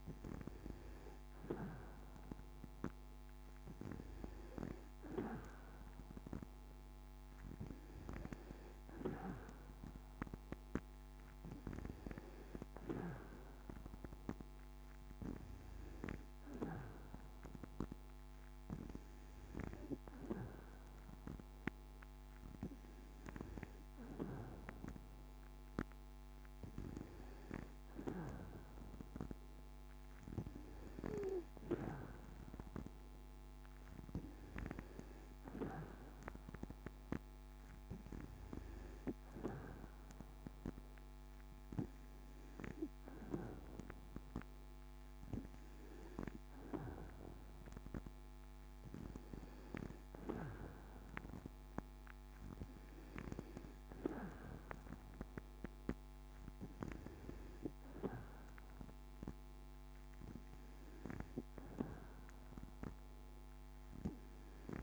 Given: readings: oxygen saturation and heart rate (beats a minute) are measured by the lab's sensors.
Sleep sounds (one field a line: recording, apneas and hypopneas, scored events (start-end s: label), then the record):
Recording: breathing in sleep by a microphone on the trachea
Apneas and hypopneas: none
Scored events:
none scored
From the record:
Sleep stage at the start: N2 (light sleep)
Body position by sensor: on the back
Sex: female